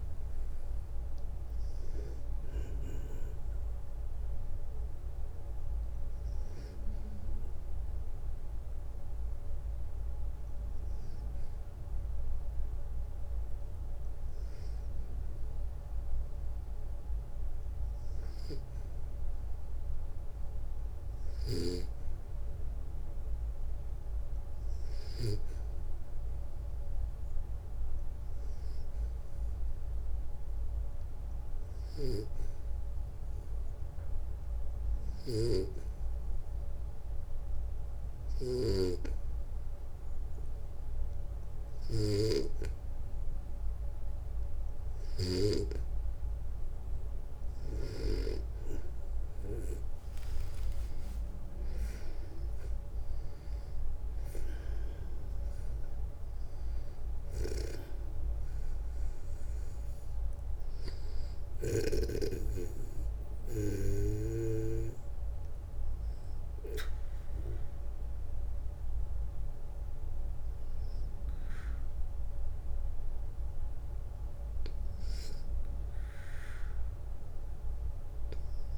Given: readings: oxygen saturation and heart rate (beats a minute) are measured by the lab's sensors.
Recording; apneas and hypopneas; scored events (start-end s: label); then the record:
breathing in sleep by a room microphone; 1
0.00-3.00 s: oxygen desaturation (device-marked, oxygen 90% lowest, heart rate 58 extreme)
12.00-25.00 s: oxygen desaturation (device-marked, oxygen 91% before, 87% lowest, heart rate 66 before, 59 extreme)
29.50-45.00 s: hypopnea (oxygen 98% before, 92% lowest, heart rate 59 before, 59 extreme, up 8 after)
48.00-53.00 s: arousal
51.00-63.00 s: oxygen desaturation (device-marked, oxygen 95% before, 92% lowest, heart rate 60 before, 60 extreme)
60.50-64.00 s: snoring (device-marked)
From the record:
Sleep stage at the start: N2 (light sleep); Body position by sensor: on the back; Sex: male